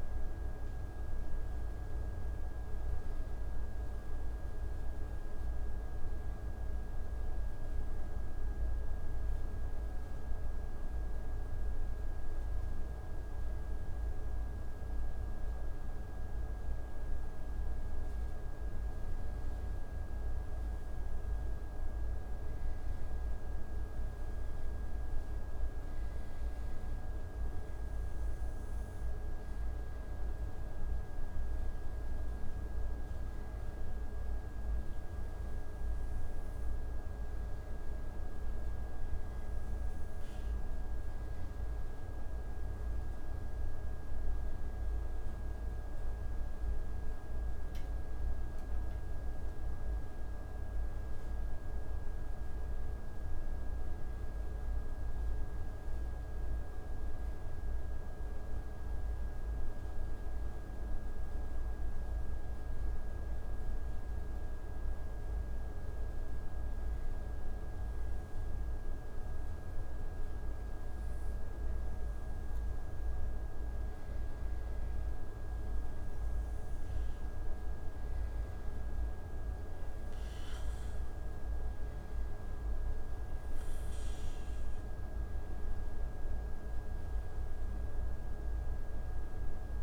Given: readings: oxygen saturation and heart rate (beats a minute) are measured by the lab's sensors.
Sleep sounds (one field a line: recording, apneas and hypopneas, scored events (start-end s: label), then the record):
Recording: breathing in sleep, hard to hear, by a room microphone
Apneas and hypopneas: 2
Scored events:
0.00-1.00 s: arousal
13.00-25.50 s: hypopnea (oxygen 95% before, 92% lowest)
27.50-33.00 s: arousal
58.00-61.50 s: arousal
64.50-76.50 s: obstructive apnea (oxygen 94% before, 90% lowest)
80.50-86.00 s: arousal
84.50-89.83 s: oxygen desaturation (device-marked, oxygen 95% before, 91% lowest)
From the record:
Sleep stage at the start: N2 (light sleep)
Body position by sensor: on the back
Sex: male